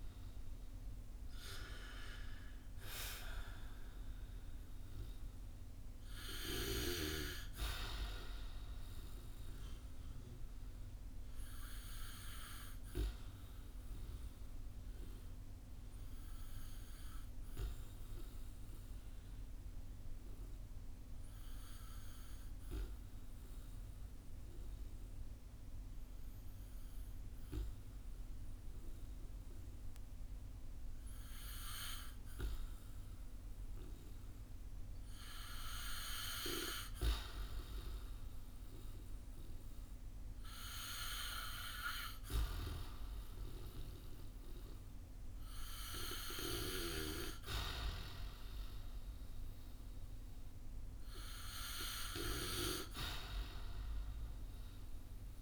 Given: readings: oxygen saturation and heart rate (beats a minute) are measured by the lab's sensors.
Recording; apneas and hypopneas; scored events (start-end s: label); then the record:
breathing in sleep by a room microphone; 1
0.00-1.00 s: arousal
11.50-35.50 s: obstructive apnea (oxygen 96% before, 92% lowest, heart rate 60 before, 53 extreme, up 7 after)
37.50-42.50 s: arousal
From the record:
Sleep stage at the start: N2 (light sleep); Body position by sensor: on the back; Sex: male